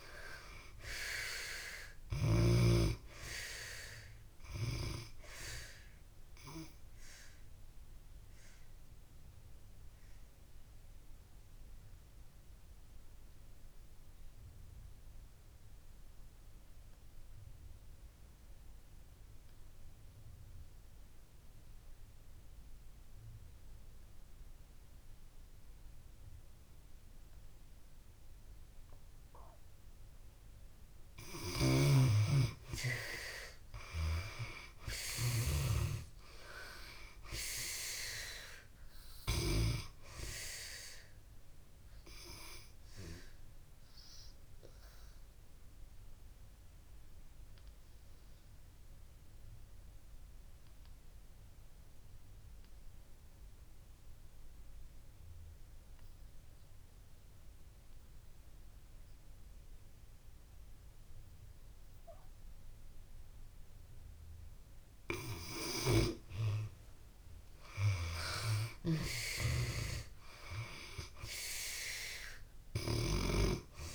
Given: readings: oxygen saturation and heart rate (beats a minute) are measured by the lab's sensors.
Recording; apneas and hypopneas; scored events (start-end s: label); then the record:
breathing in sleep by a room microphone; 2
0.00-26.50 s: oxygen desaturation (device-marked, oxygen 71% lowest)
5.50-30.00 s: obstructive apnea (oxygen 95% before, 70% lowest)
28.50-63.50 s: oxygen desaturation (device-marked, oxygen 96% before, 70% lowest)
32.00-37.00 s: arousal
41.50-64.50 s: obstructive apnea (oxygen 96% before, 70% lowest)
65.50-73.95 s: oxygen desaturation (device-marked, oxygen 96% before, 71% lowest)
66.00-69.00 s: arousal
From the record:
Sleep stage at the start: N2 (light sleep); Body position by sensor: on the back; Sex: female